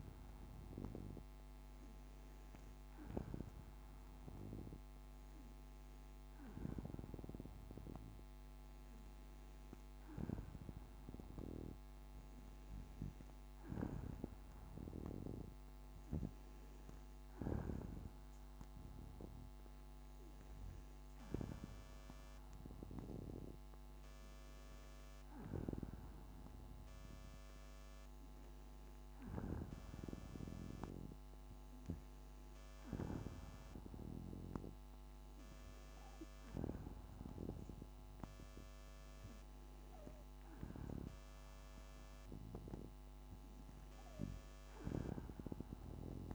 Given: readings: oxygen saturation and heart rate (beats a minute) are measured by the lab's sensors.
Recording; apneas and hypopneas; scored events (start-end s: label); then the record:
breathing in sleep by a microphone on the trachea; none
none scored
From the record:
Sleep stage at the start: N2 (light sleep); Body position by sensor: on the back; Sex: female